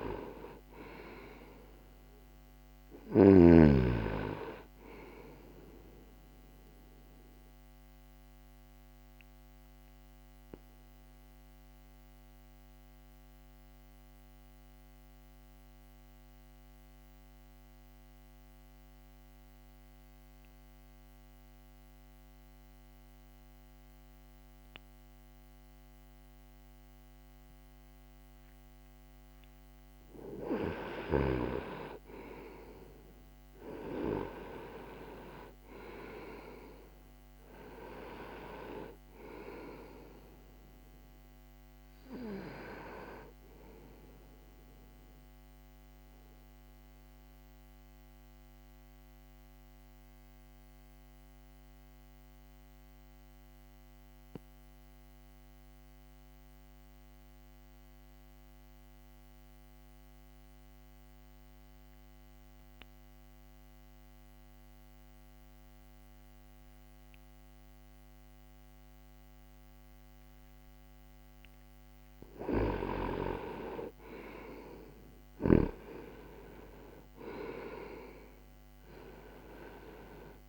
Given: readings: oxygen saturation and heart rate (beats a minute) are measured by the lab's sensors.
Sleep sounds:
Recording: breathing in sleep by a microphone on the trachea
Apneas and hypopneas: 2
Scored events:
2.50-11.50 s: oxygen desaturation (device-marked, oxygen 97% before, 93% lowest, heart rate 60 before, 59 extreme)
6.00-29.00 s: obstructive apnea (oxygen 97% before, 88% lowest, heart rate 60 before, 59 extreme, up 1 after)
13.50-28.50 s: oxygen desaturation (device-marked, oxygen 94% before, 89% lowest, heart rate 60 before, 59 extreme)
23.50-80.49 s: new sleep stage, REM sleep
30.50-35.50 s: arousal
40.50-66.50 s: oxygen desaturation (device-marked, oxygen 97% before, 88% lowest, heart rate 60 before, 60 extreme)
44.50-71.00 s: mixed apnea (oxygen 97% before, 87% lowest, heart rate 60 before, 60 extreme, up 0 after)
71.50-80.49 s: oxygen desaturation (device-marked, oxygen 98% before, 87% lowest, heart rate 60 before, 60 extreme)
72.50-77.00 s: arousal
From the record:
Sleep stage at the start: N2 (light sleep)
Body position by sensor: on the back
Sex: male

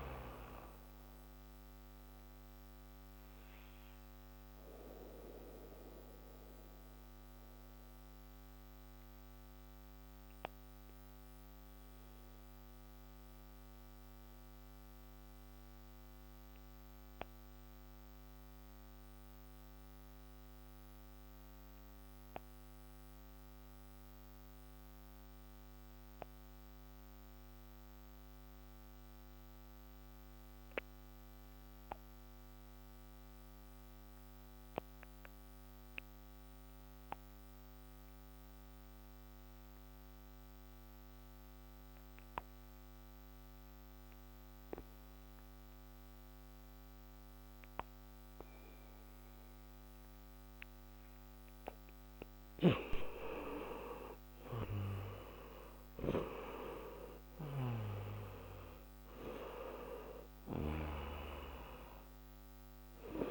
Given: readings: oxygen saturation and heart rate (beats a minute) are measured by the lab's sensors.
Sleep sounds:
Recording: breathing in sleep by a microphone on the trachea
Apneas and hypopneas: 1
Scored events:
0.00-23.00 s: oxygen desaturation (device-marked, oxygen 85% lowest)
3.00-52.00 s: mixed apnea (oxygen 96% before, 83% lowest)
39.00-63.31 s: oxygen desaturation (device-marked, oxygen 98% before, 83% lowest)
54.50-59.50 s: arousal
From the record:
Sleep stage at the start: N2 (light sleep)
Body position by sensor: on the back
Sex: male

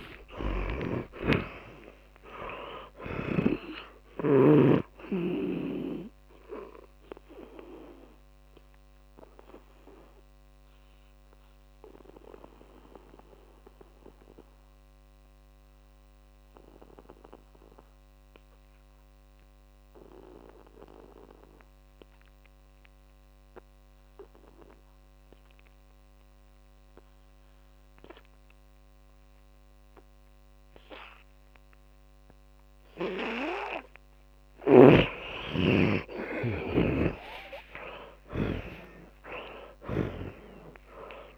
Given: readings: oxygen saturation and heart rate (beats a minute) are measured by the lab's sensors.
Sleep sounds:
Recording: breathing in sleep by a microphone on the trachea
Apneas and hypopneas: 1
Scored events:
0.00-1.50 s: arousal
0.00-3.50 s: snoring (device-marked)
0.00-23.50 s: oxygen desaturation (device-marked, oxygen 82% lowest, heart rate 53 extreme)
8.00-34.00 s: obstructive apnea (oxygen 100% before, 79% lowest, heart rate 65 before, 53 extreme, up 47 after)
30.50-41.38 s: oxygen desaturation (device-marked, oxygen 100% before, 79% lowest, heart rate 58 before, 48 extreme)
34.50-38.50 s: snoring (device-marked)
38.00-41.38 s: arousal
From the record:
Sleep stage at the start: N2 (light sleep)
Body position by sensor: on the back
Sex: male

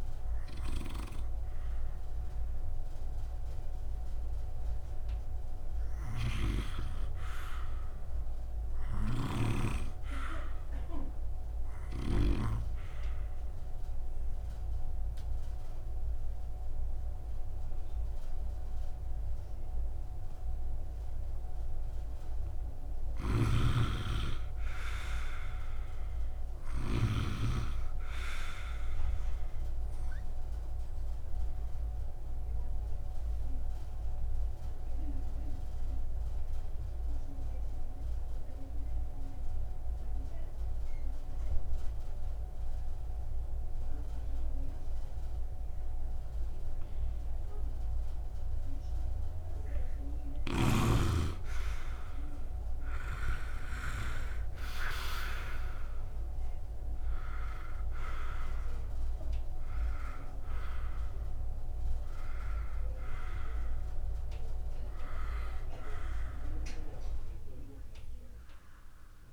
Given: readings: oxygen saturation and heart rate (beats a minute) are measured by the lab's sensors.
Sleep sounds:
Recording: breathing in sleep by a room microphone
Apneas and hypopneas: 2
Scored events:
4.00-15.00 s: oxygen desaturation (device-marked, oxygen 98% before, 93% lowest, heart rate 67 before, 64 extreme)
6.00-12.50 s: snoring (device-marked)
12.50-23.00 s: obstructive apnea (oxygen 98% before, 87% lowest, heart rate 67 before, 64 extreme, up 2 after)
23.00-27.00 s: snoring (device-marked)
23.50-26.50 s: arousal
31.00-50.00 s: obstructive apnea (oxygen 97% before, 87% lowest, heart rate 67 before, 60 extreme, up 0 after)
36.00-47.00 s: oxygen desaturation (device-marked, oxygen 96% before, 91% lowest, heart rate 66 before, 60 extreme)
52.00-69.33 s: oxygen desaturation (device-marked, oxygen 98% before, 87% lowest, heart rate 65 before, 54 extreme)
53.50-57.00 s: arousal
From the record:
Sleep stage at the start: N2 (light sleep)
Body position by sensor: on the right side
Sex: male

